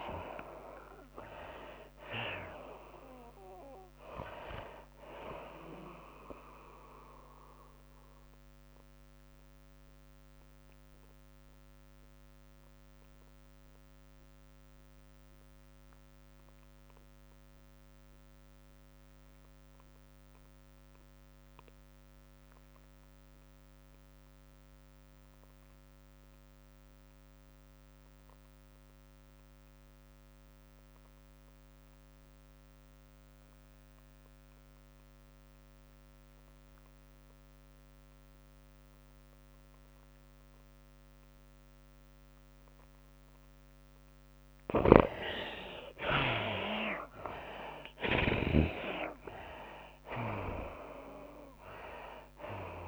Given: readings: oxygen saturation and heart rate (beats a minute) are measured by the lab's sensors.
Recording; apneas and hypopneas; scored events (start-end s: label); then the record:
breathing in sleep by a microphone on the trachea; 1
0.00-1.50 s: long interval between heartbeats (device-marked, heart rate 119 extreme)
0.00-13.50 s: drop in pulse transit time (device-marked, heart rate 105 extreme)
0.00-15.50 s: oxygen desaturation (device-marked, oxygen 64% lowest, heart rate 96 extreme)
0.00-27.50 s: tachycardia (device-marked, heart rate 124 extreme)
7.50-44.50 s: obstructive apnea (oxygen 94% before, 59% lowest, heart rate 109 before, 88 extreme, up 25 after)
23.50-52.88 s: oxygen desaturation (device-marked, oxygen 97% before, 59% lowest, heart rate 112 before, 88 extreme)
28.50-30.50 s: tachycardia (device-marked, heart rate 107 before, 101 extreme)
31.50-33.50 s: long interval between heartbeats (device-marked, heart rate 106 before, 101 extreme)
40.50-42.50 s: long interval between heartbeats (device-marked, heart rate 101 before, 88 extreme)
44.50-52.88 s: tachycardia (device-marked, heart rate 106 before, 116 extreme)
45.00-49.50 s: snoring (device-marked)
47.00-50.50 s: arousal
49.50-52.88 s: drop in pulse transit time (device-marked, heart rate 97 before, 107 extreme)
From the record:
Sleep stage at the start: N2 (light sleep); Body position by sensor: on the back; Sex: female